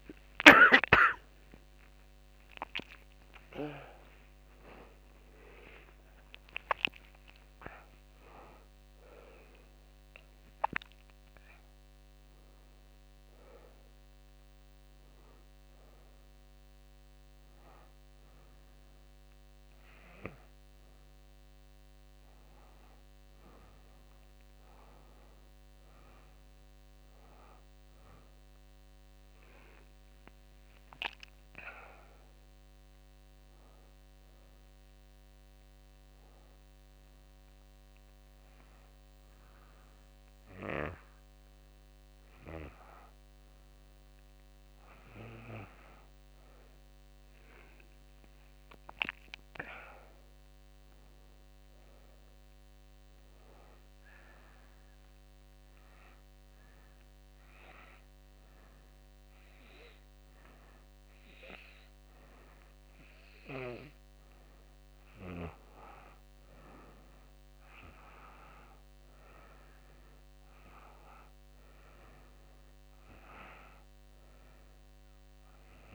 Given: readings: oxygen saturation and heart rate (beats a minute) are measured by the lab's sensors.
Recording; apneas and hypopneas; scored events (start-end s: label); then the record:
breathing in sleep by a microphone on the trachea; 2
0.00-5.50 s: arousal
29.00-32.00 s: arousal
34.00-44.00 s: hypopnea (oxygen 98% before, 94% lowest, heart rate 95 before, 89 extreme, up 6 after)
47.00-49.50 s: arousal
54.50-64.50 s: hypopnea (oxygen 98% before, 94% lowest, heart rate 92 before, 89 extreme, up 2 after)
67.00-70.50 s: arousal
From the record:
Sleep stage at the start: N2 (light sleep); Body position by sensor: on the back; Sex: female